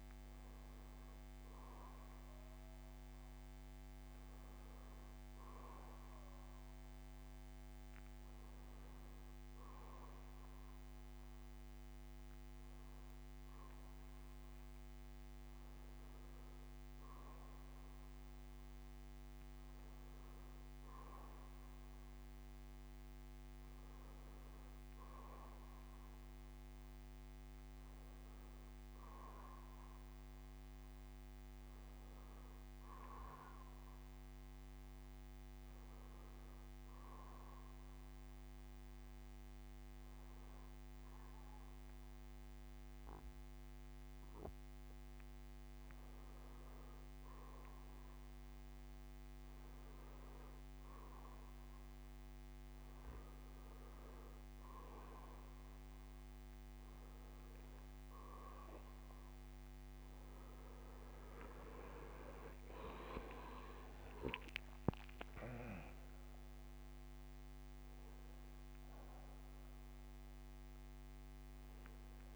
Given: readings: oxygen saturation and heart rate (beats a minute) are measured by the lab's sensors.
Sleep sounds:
breathing in sleep by a microphone on the trachea; 1
26.00-72.36 s: new sleep stage, N2 (light sleep)
28.50-32.50 s: arousal
30.00-32.00 s: bradycardia (device-marked, heart rate 68 before, 64 extreme)
34.00-36.00 s: bradycardia (device-marked, heart rate 68 before, 56 extreme)
36.00-46.50 s: obstructive apnea (oxygen 93% before, 89% lowest, heart rate 69 before, 55 extreme, up 11 after)
38.00-41.00 s: bradycardia (device-marked, heart rate 68 before, 56 extreme)
42.00-45.00 s: bradycardia (device-marked, heart rate 68 before, 55 extreme)
51.50-55.00 s: arousal
57.50-62.50 s: arousal
From the record:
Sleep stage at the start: N1 (lightest sleep); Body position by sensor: on the back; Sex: male

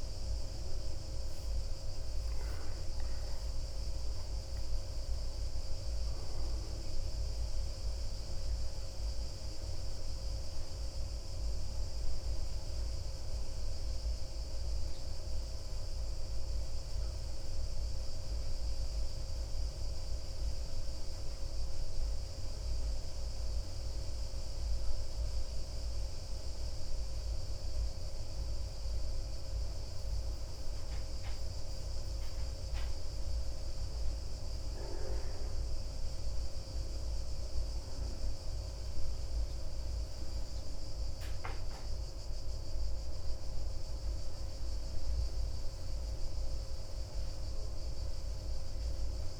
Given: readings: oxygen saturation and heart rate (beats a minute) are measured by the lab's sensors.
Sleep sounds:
breathing in sleep, hard to hear, by a room microphone; none
none scored
From the record:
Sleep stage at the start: N2 (light sleep); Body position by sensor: on the back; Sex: male

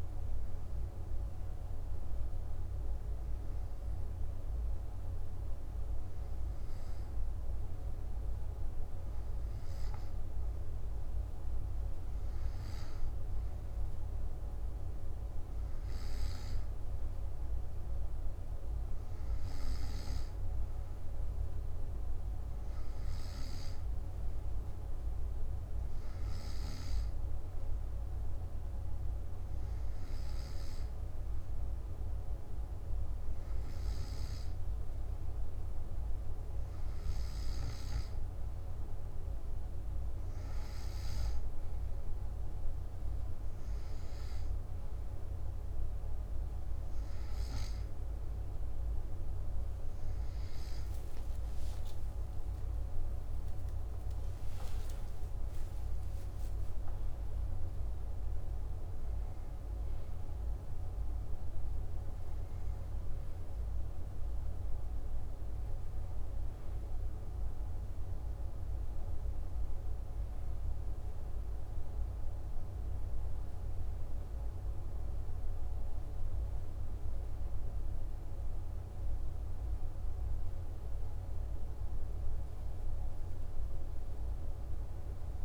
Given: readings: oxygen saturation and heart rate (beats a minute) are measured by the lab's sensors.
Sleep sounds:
breathing in sleep, hard to hear, by a room microphone; none
51.50-55.00 s: arousal
From the record:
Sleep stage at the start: N2 (light sleep); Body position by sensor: on the back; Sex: male

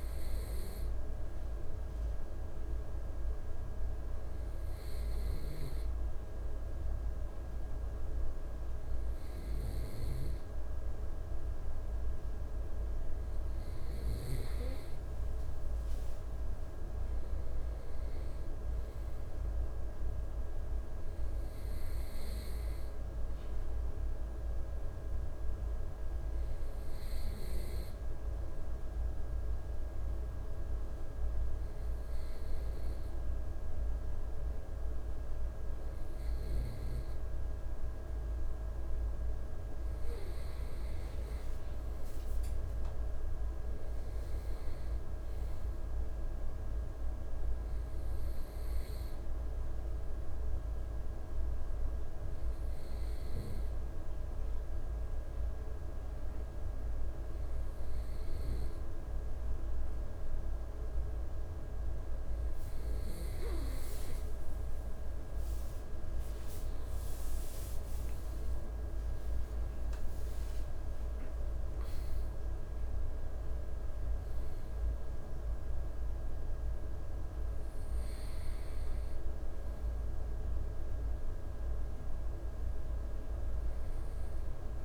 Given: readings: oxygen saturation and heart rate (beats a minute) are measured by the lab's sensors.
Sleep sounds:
breathing in sleep, hard to hear, by a room microphone; none
68.50-73.50 s: arousal
From the record:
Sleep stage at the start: N2 (light sleep); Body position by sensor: on the right side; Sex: male

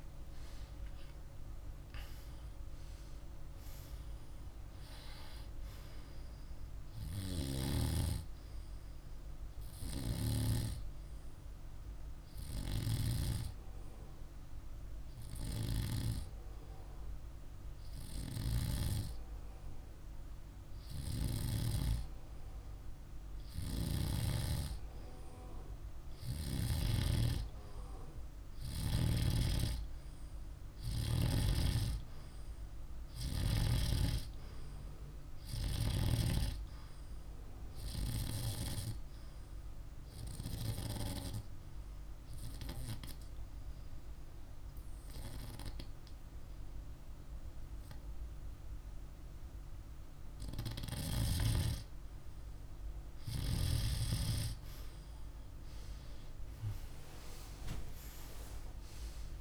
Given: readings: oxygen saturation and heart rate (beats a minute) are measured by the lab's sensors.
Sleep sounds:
breathing in sleep by a room microphone; 2
0.00-1.50 s: arousal
9.50-21.00 s: hypopnea (oxygen 97% before, 94% lowest, heart rate 52 before, 50 extreme, up 1 after)
24.00-28.50 s: arousal
41.50-51.50 s: hypopnea (oxygen 100% before, 94% lowest, heart rate 51 before, 50 extreme, up 0 after)
42.50-54.50 s: oxygen desaturation (device-marked, oxygen 100% before, 95% lowest, heart rate 51 before, 50 extreme)
54.00-58.50 s: arousal
From the record:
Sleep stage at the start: N2 (light sleep); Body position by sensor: on the back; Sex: male

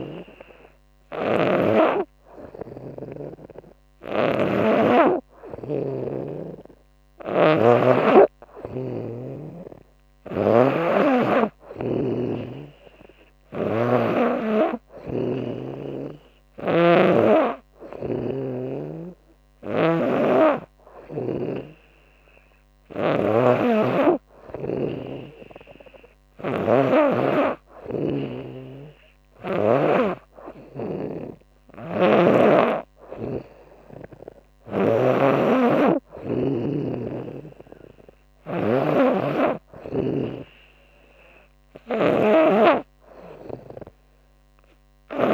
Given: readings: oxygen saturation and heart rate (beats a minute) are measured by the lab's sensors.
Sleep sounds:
breathing in sleep by a microphone on the trachea; none
0.00-16.00 s: snoring (device-marked)
25.50-29.00 s: snoring (device-marked)
31.00-45.34 s: snoring (device-marked)
From the record:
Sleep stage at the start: N2 (light sleep); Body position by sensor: on the back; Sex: female

